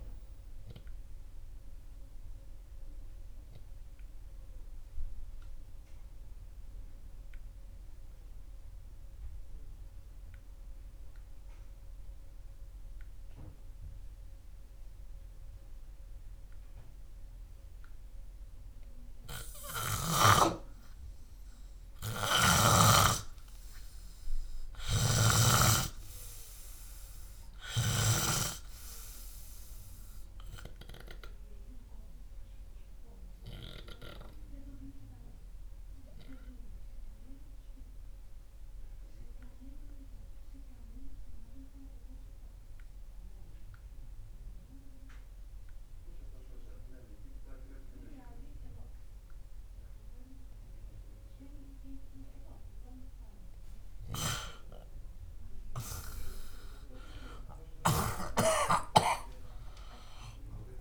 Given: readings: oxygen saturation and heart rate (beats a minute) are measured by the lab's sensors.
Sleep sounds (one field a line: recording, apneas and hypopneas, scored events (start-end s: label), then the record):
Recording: breathing in sleep by a room microphone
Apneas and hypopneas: 2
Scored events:
6.50-20.00 s: hypopnea (oxygen 98% before, 93% lowest, heart rate 63 before, 60 extreme, up 4 after)
22.50-29.00 s: snoring (device-marked)
24.50-27.50 s: arousal
38.00-50.00 s: oxygen desaturation (device-marked, oxygen 96% before, 93% lowest, heart rate 66 before, 66 extreme)
39.50-51.00 s: obstructive apnea (oxygen 98% before, 93% lowest, heart rate 67 before, 66 extreme, up 1 after)
58.00-60.81 s: new sleep stage, N2 (light sleep)
58.50-60.81 s: arousal
From the record:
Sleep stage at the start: N3 (deep sleep)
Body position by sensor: on the back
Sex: male